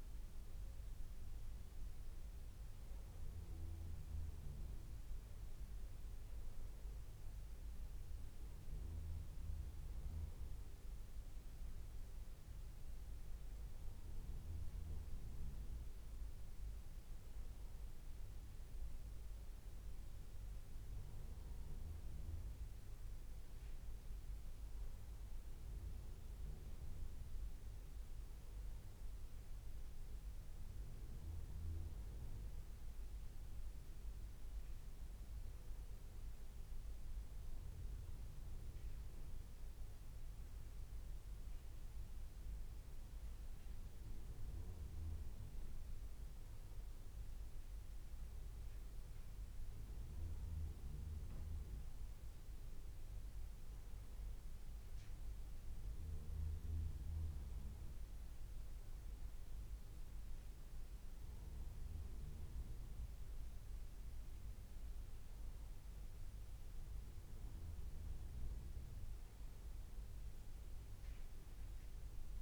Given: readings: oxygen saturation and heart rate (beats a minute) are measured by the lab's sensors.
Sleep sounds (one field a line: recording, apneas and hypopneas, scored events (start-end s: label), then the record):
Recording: breathing in sleep, hard to hear, by a room microphone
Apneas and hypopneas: none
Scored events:
none scored
From the record:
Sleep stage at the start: N2 (light sleep)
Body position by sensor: on the back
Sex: male